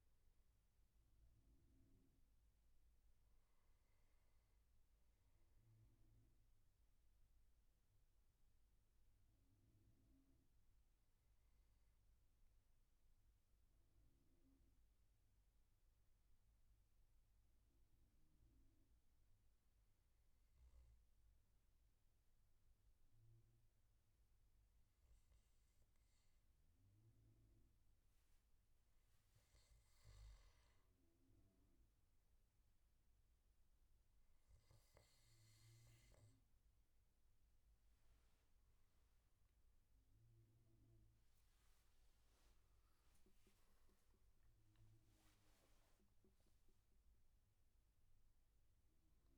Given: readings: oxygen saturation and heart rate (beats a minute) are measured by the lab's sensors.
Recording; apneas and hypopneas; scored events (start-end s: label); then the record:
breathing in sleep, hard to hear, by a room microphone; 1
0.00-10.50 s: oxygen desaturation (device-marked, oxygen 90% lowest, heart rate 62 extreme)
6.00-28.00 s: obstructive apnea (oxygen 97% before, 90% lowest, heart rate 70 before, 63 extreme, up 10 after)
30.00-34.00 s: arousal
32.50-49.38 s: oxygen desaturation (device-marked, oxygen 99% before, 95% lowest, heart rate 71 before, 57 extreme)
From the record:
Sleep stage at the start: N2 (light sleep); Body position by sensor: on the back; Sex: male